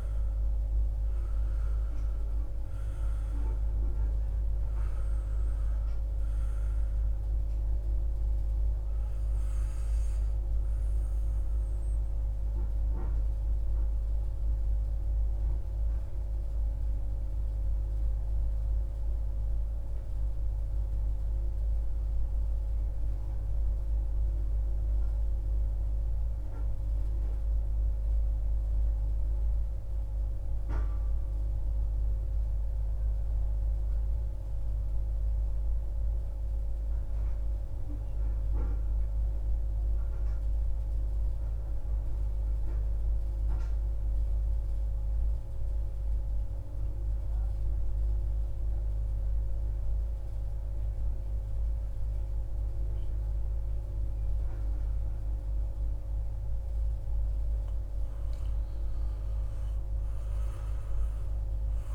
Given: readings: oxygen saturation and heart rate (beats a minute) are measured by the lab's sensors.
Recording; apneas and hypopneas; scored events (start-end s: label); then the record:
breathing in sleep, hard to hear, by a room microphone; 1
0.00-13.50 s: oxygen desaturation (device-marked, oxygen 88% lowest, heart rate 58 extreme)
11.00-57.00 s: mixed apnea (oxygen 96% before, 90% lowest, heart rate 61 before, 58 extreme, up 2 after)
43.50-61.95 s: oxygen desaturation (device-marked, oxygen 97% before, 90% lowest, heart rate 59 before, 58 extreme)
59.00-61.95 s: arousal
From the record:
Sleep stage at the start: N2 (light sleep); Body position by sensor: on the back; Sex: male